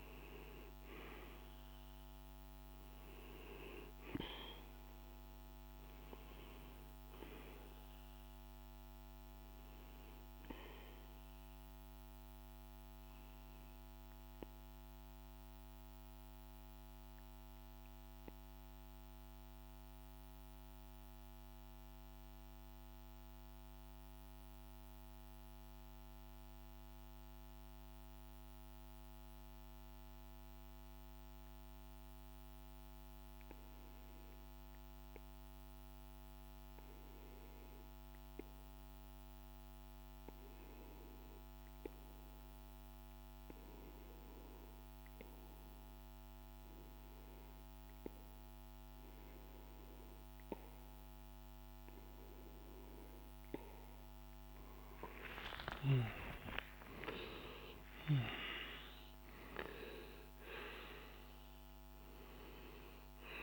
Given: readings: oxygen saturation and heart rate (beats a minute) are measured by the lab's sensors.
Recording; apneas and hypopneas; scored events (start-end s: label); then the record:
breathing in sleep by a microphone on the trachea; 1
0.00-21.50 s: oxygen desaturation (device-marked, oxygen 93% lowest, heart rate 51 extreme)
18.00-52.00 s: hypopnea (oxygen 97% before, 90% lowest, heart rate 54 before, 51 extreme, up 16 after)
38.50-63.43 s: oxygen desaturation (device-marked, oxygen 99% before, 90% lowest, heart rate 52 before, 52 extreme)
53.50-58.00 s: arousal
From the record:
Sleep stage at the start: REM sleep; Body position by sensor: on the back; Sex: male